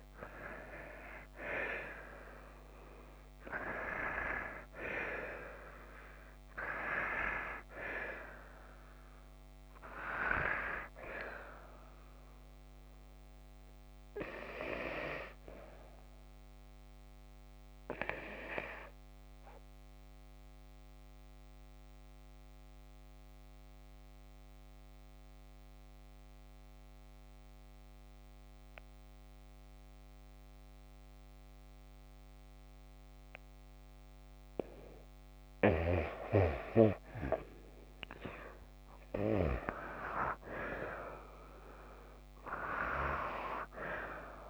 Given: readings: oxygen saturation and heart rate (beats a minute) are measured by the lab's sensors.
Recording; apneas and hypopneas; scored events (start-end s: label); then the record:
breathing in sleep by a microphone on the trachea; 1
0.00-2.00 s: arousal
0.00-3.00 s: oxygen desaturation (device-marked, oxygen 89% lowest)
18.00-35.50 s: obstructive apnea (oxygen 96% before, 90% lowest)
33.00-44.50 s: oxygen desaturation (device-marked, oxygen 96% before, 90% lowest)
37.50-42.00 s: arousal
From the record:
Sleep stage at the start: N2 (light sleep); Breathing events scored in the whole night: 317 in 4.7 hours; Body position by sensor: on the back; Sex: female